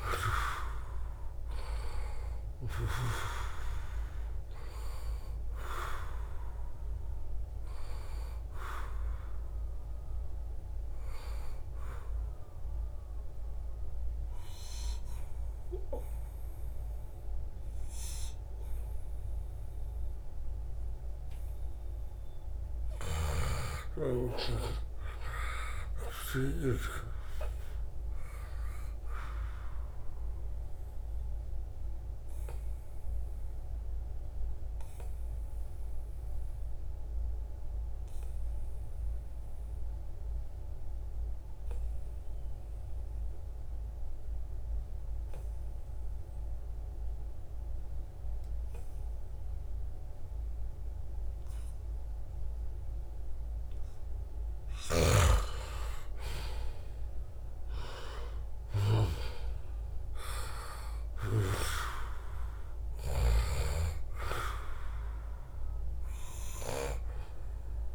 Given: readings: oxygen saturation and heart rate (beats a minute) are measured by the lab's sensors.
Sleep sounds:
breathing in sleep by a room microphone; 2
0.00-21.00 s: oxygen desaturation (device-marked, oxygen 86% lowest, heart rate 67 extreme)
12.50-22.50 s: obstructive apnea (oxygen 96% before, 86% lowest, heart rate 75 before, 73 extreme, up 12 after)
23.00-26.50 s: snoring (device-marked)
24.00-26.00 s: long interval between heartbeats (device-marked, heart rate 81 before, 88 extreme)
24.00-27.50 s: arousal
32.50-54.50 s: obstructive apnea (oxygen 97% before, 88% lowest, heart rate 83 before, 70 extreme, up 14 after)
51.00-67.94 s: oxygen desaturation (device-marked, oxygen 96% before, 89% lowest, heart rate 76 before, 69 extreme)
56.00-61.00 s: arousal
61.50-63.50 s: long interval between heartbeats (device-marked, heart rate 72 before, 84 extreme)
From the record:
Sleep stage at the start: N2 (light sleep); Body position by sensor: on the back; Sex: male

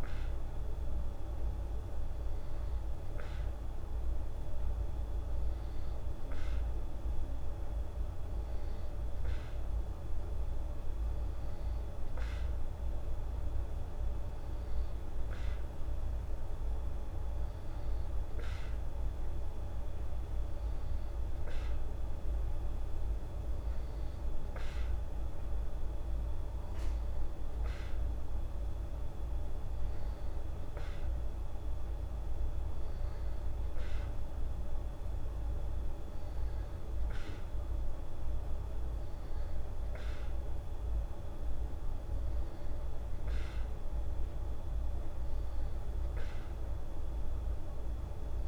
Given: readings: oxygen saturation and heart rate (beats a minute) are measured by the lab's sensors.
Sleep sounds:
breathing in sleep, hard to hear, by a room microphone; none
none scored
From the record:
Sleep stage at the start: N2 (light sleep); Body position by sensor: on the back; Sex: female

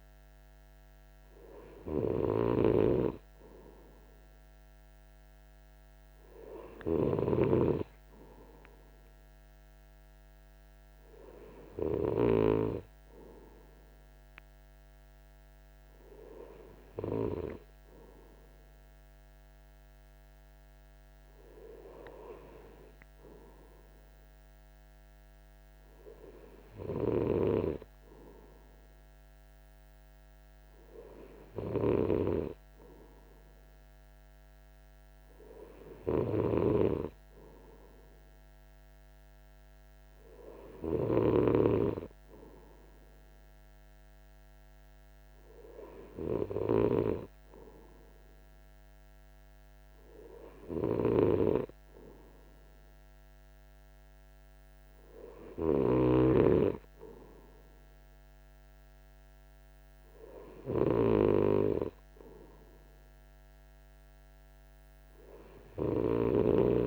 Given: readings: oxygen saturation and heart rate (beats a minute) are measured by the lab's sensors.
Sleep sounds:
breathing in sleep by a microphone on the trachea; none
none scored
From the record:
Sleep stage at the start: N2 (light sleep); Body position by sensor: on the right side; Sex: male

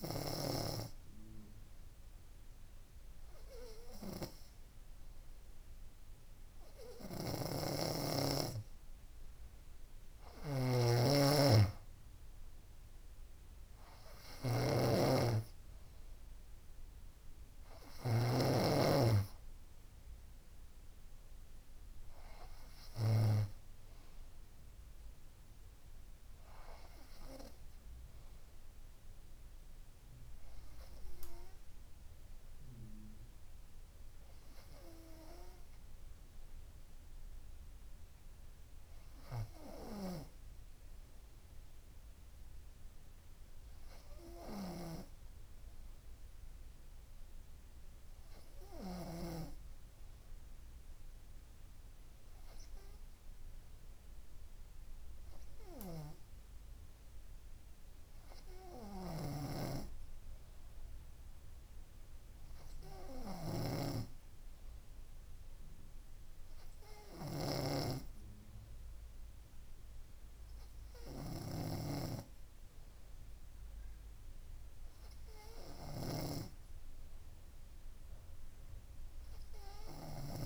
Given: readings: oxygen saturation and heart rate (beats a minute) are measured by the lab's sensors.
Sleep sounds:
breathing in sleep by a room microphone; none
7.50-18.50 s: snoring (device-marked)
59.50-68.00 s: snoring (device-marked)
From the record:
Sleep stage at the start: N3 (deep sleep); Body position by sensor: on the front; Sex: female

